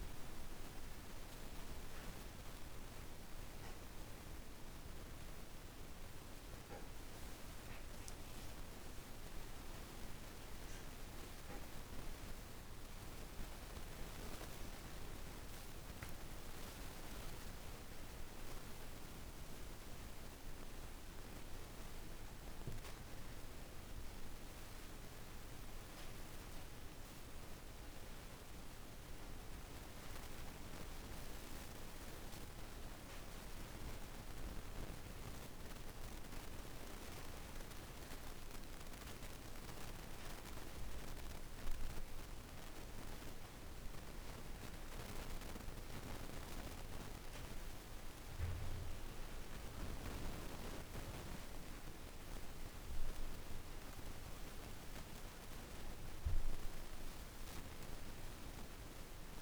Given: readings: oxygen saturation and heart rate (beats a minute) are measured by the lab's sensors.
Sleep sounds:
breathing in sleep, hard to hear, by a room microphone; none
9.00-14.00 s: arousal
From the record:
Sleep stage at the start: N2 (light sleep); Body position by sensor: on the back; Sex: female

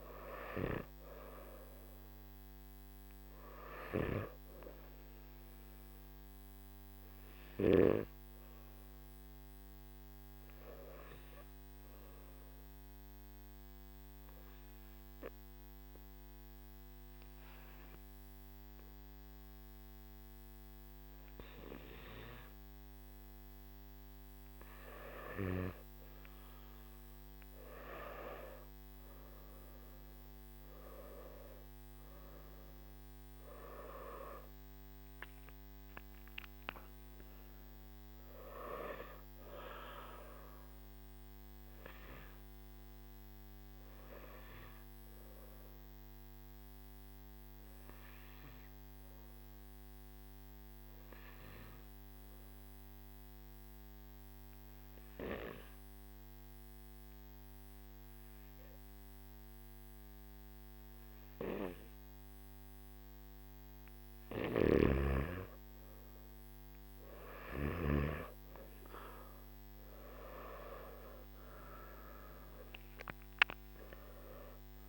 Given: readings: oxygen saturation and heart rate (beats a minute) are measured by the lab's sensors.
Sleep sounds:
breathing in sleep by a microphone on the trachea; 2
0.00-13.00 s: oxygen desaturation (device-marked, oxygen 93% lowest, heart rate 52 extreme)
11.50-24.00 s: obstructive apnea (oxygen 97% before, 91% lowest, heart rate 56 before, 54 extreme, up 7 after)
29.00-42.00 s: oxygen desaturation (device-marked, oxygen 97% before, 94% lowest, heart rate 57 before, 53 extreme)
47.00-74.89 s: new sleep stage, N3 (deep sleep)
47.50-63.00 s: obstructive apnea (oxygen 98% before, 91% lowest, heart rate 59 before, 54 extreme, up 13 after)
72.00-74.89 s: oxygen desaturation (device-marked, oxygen 97% before, 91% lowest, heart rate 59 before, 52 extreme)
From the record:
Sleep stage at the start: N2 (light sleep); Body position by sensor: on the back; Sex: male

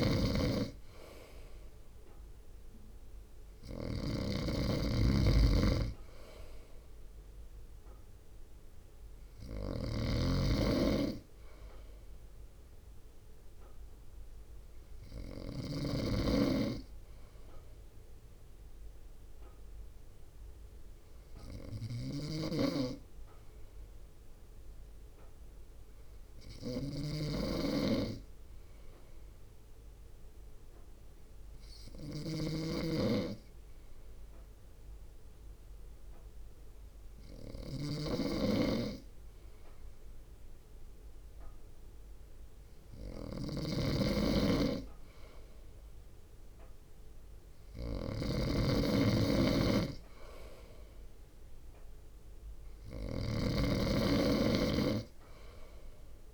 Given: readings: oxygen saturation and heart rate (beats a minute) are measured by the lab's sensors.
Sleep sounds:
breathing in sleep by a room microphone; 1
0.00-16.00 s: snoring (device-marked)
0.50-16.50 s: drop in pulse transit time (device-marked, heart rate 60 before, 51 extreme)
20.00-38.50 s: hypopnea (oxygen 96% before, 94% lowest, heart rate 56 before, 57 extreme, up 1 after)
22.00-56.34 s: snoring (device-marked)
42.00-45.00 s: arousal
48.50-56.34 s: drop in pulse transit time (device-marked, heart rate 58 before, 57 extreme)
From the record:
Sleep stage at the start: N2 (light sleep); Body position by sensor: on the front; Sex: male

